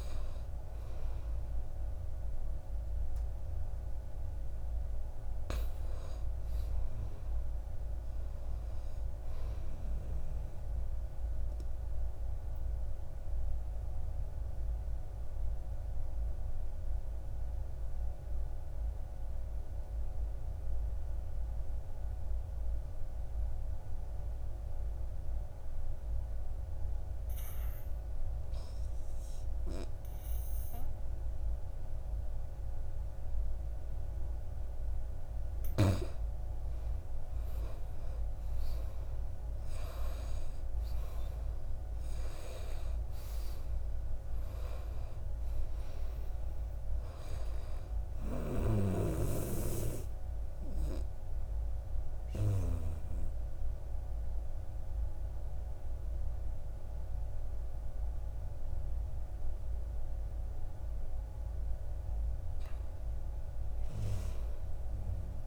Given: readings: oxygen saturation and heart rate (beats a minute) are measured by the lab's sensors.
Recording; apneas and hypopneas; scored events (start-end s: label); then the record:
breathing in sleep by a room microphone; 2
0.00-11.50 s: oxygen desaturation (device-marked, oxygen 89% lowest, heart rate 53 extreme)
10.50-34.00 s: obstructive apnea (oxygen 95% before, 85% lowest, heart rate 63 before, 53 extreme, up 9 after)
32.50-58.50 s: oxygen desaturation (device-marked, oxygen 96% before, 85% lowest, heart rate 57 before, 55 extreme)
38.00-42.50 s: arousal
48.50-60.00 s: obstructive apnea (oxygen 96% before, 85% lowest, heart rate 65 before, 55 extreme, up 6 after)
62.00-64.50 s: arousal
From the record:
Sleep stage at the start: N2 (light sleep); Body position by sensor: on the back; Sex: male